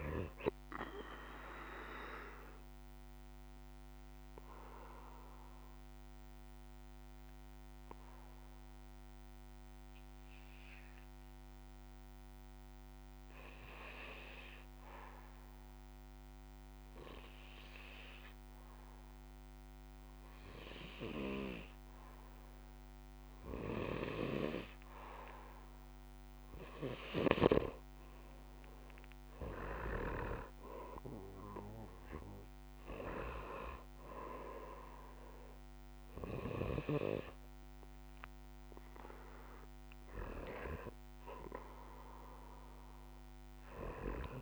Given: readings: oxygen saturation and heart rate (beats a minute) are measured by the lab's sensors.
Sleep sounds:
breathing in sleep by a microphone on the trachea; 1
0.00-18.00 s: oxygen desaturation (device-marked, oxygen 89% lowest, heart rate 58 extreme)
1.00-25.50 s: obstructive apnea (oxygen 98% before, 89% lowest, heart rate 67 before, 58 extreme, up 10 after)
29.00-33.00 s: arousal
From the record:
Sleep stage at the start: N2 (light sleep); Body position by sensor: on the back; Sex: male

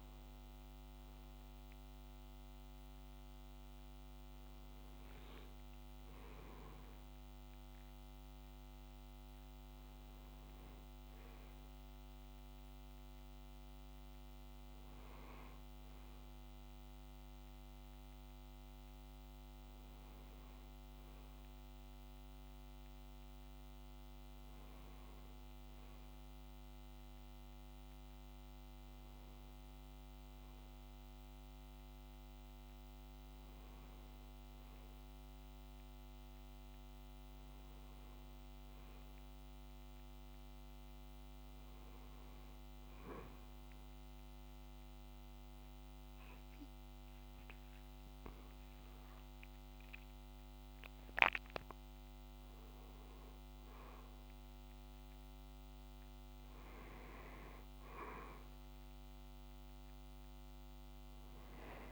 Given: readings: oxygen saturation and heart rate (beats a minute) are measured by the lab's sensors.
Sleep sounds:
breathing in sleep, hard to hear, by a microphone on the trachea; none
none scored
From the record:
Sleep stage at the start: N2 (light sleep); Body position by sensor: on the back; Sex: male

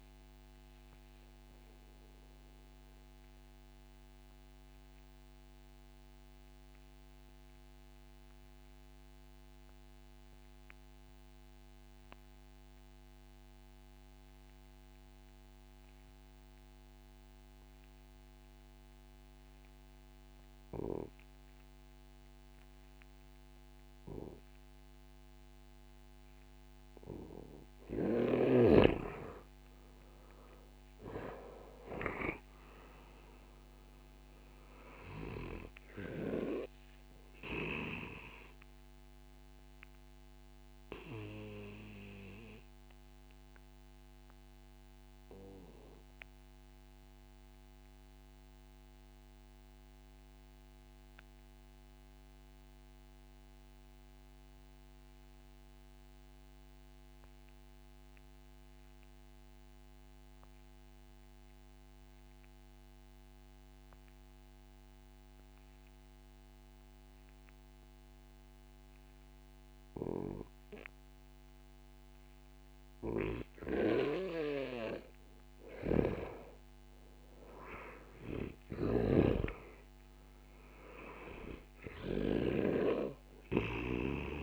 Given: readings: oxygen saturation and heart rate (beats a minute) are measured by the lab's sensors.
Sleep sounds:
breathing in sleep by a microphone on the trachea; 2
1.00-26.00 s: obstructive apnea (oxygen 98% before, 90% lowest, heart rate 51 before, 27 extreme, up 12 after)
27.00-49.00 s: oxygen desaturation (device-marked, oxygen 96% before, 91% lowest, heart rate 61 before, 27 extreme)
29.00-32.50 s: arousal
40.00-71.50 s: obstructive apnea (oxygen 96% before, 90% lowest, heart rate 55 before, 39 extreme, up 2 after)
74.00-84.43 s: oxygen desaturation (device-marked, oxygen 98% before, 90% lowest, heart rate 62 before, 39 extreme)
75.00-79.50 s: arousal
75.50-82.00 s: snoring (device-marked)
From the record:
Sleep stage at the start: N2 (light sleep); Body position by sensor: on the back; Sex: male

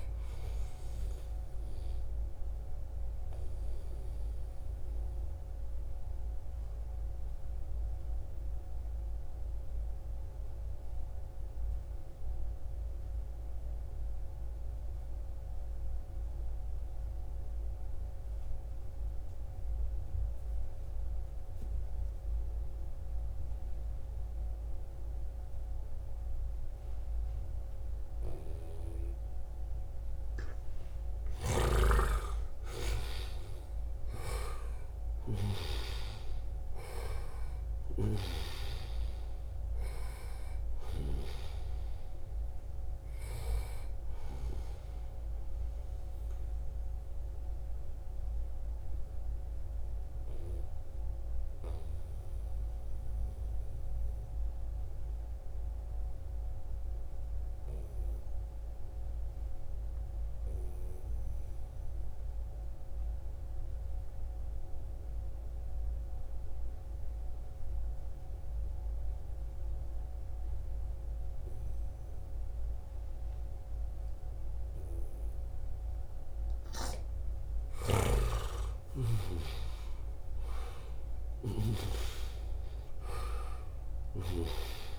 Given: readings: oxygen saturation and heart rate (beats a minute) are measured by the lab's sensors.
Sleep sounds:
breathing in sleep by a room microphone; 2
0.00-9.00 s: oxygen desaturation (device-marked, oxygen 89% lowest, heart rate 66 extreme)
2.00-29.50 s: obstructive apnea (oxygen 98% before, 88% lowest, heart rate 73 before, 66 extreme, up 9 after)
25.00-58.00 s: oxygen desaturation (device-marked, oxygen 97% before, 88% lowest, heart rate 68 before, 63 extreme)
27.50-35.00 s: snoring (device-marked)
31.00-36.00 s: arousal
37.00-40.50 s: snoring (device-marked)
48.50-75.50 s: obstructive apnea (oxygen 97% before, 88% lowest, heart rate 75 before, 63 extreme, up 9 after)
72.00-84.99 s: oxygen desaturation (device-marked, oxygen 97% before, 88% lowest, heart rate 67 before, 64 extreme)
77.00-81.00 s: snoring (device-marked)
77.00-83.00 s: arousal
83.00-84.99 s: snoring (device-marked)
From the record:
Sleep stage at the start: N2 (light sleep); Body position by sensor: on the right side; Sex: male

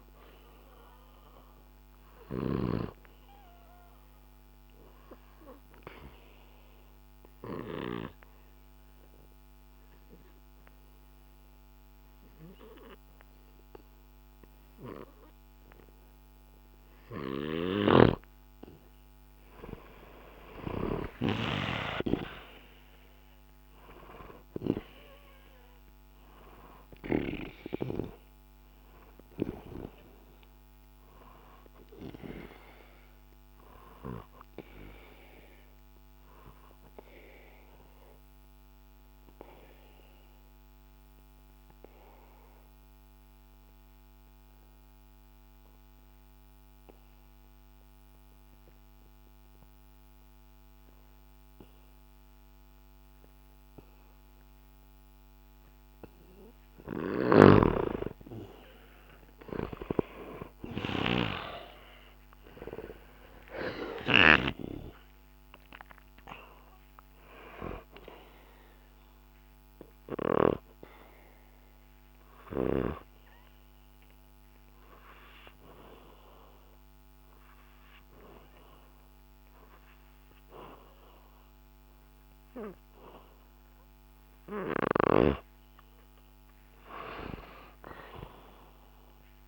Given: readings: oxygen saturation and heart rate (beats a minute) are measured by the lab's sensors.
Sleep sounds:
breathing in sleep by a microphone on the trachea; 3
4.00-18.00 s: obstructive apnea (oxygen 97% before, 91% lowest, heart rate 66 before, 63 extreme, up 1 after)
20.00-24.00 s: arousal
25.00-41.00 s: oxygen desaturation (device-marked, oxygen 95% before, 91% lowest, heart rate 64 before, 62 extreme)
34.50-57.50 s: obstructive apnea (oxygen 96% before, 90% lowest, heart rate 64 before, 62 extreme, up 29 after)
59.00-64.00 s: arousal
64.00-88.00 s: oxygen desaturation (device-marked, oxygen 98% before, 90% lowest, heart rate 70 before, 63 extreme)
69.00-85.00 s: obstructive apnea (oxygen 98% before, 90% lowest, heart rate 74 before, 63 extreme, up 3 after)
From the record:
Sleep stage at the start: N2 (light sleep); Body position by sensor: on the back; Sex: male

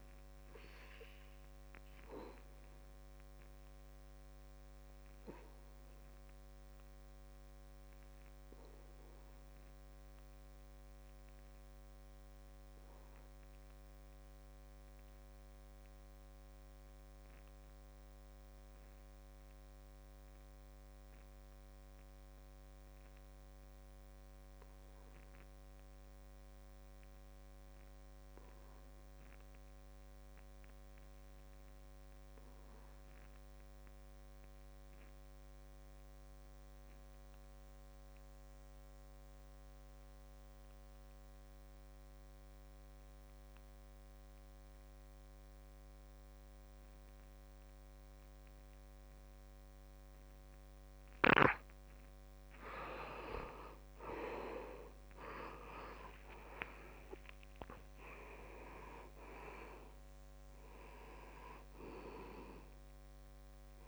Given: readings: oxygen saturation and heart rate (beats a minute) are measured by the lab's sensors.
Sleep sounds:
breathing in sleep by a microphone on the trachea; 1
0.00-22.00 s: oxygen desaturation (device-marked, oxygen 72% lowest, heart rate 66 extreme)
5.00-49.50 s: obstructive apnea (oxygen 96% before, 67% lowest, heart rate 73 before, 67 extreme, up 16 after)
24.00-63.88 s: oxygen desaturation (device-marked, oxygen 96% before, 67% lowest, heart rate 71 before, 67 extreme)
43.00-45.00 s: long interval between heartbeats (device-marked, heart rate 72 before, 67 extreme)
54.00-58.00 s: arousal
From the record:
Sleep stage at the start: N2 (light sleep); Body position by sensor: on the back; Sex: male

